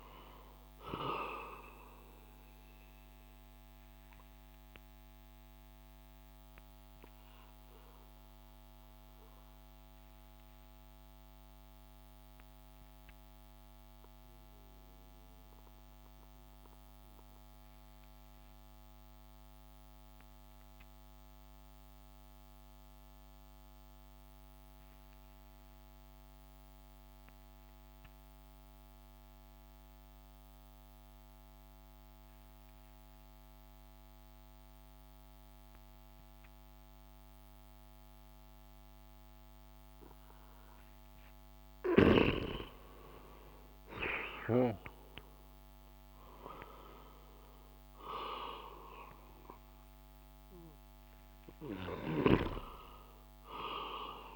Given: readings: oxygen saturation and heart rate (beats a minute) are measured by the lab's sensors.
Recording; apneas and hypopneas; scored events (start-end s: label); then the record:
breathing in sleep by a microphone on the trachea; 1
0.00-26.00 s: oxygen desaturation (device-marked, oxygen 88% lowest)
3.00-43.50 s: obstructive apnea (oxygen 98% before, 87% lowest)
38.00-54.36 s: oxygen desaturation (device-marked, oxygen 98% before, 87% lowest)
From the record:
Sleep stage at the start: N2 (light sleep); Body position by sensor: on the back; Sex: male